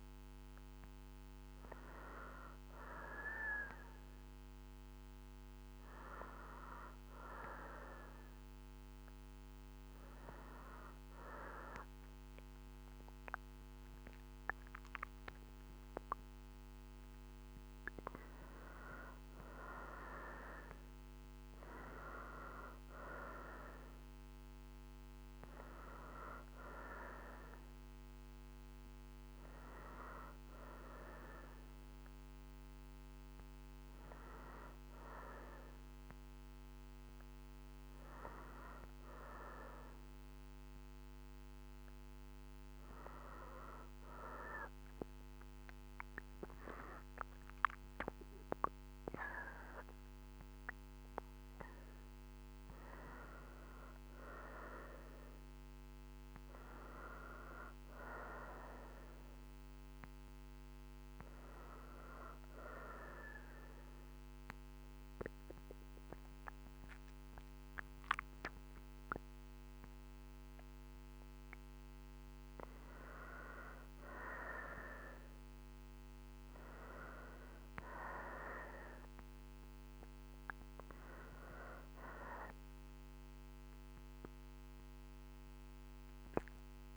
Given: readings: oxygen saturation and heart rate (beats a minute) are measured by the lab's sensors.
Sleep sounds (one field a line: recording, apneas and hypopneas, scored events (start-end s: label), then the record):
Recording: breathing in sleep by a microphone on the trachea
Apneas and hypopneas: 3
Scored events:
5.50-18.00 s: hypopnea (oxygen 94% before, 90% lowest, heart rate 64 before, 63 extreme, up 6 after)
20.50-25.00 s: arousal
31.50-43.00 s: hypopnea (oxygen 93% before, 90% lowest, heart rate 68 before, 63 extreme, up 3 after)
46.00-50.50 s: arousal
53.50-70.50 s: oxygen desaturation (device-marked, oxygen 94% before, 90% lowest, heart rate 64 before, 62 extreme)
63.50-73.50 s: central apnea (oxygen 94% before, 90% lowest, heart rate 64 before, 62 extreme, up 1 after)
76.00-81.50 s: arousal
80.50-86.97 s: oxygen desaturation (device-marked, oxygen 94% before, 90% lowest, heart rate 63 before, 62 extreme)
From the record:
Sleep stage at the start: N2 (light sleep)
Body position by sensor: on the right side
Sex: female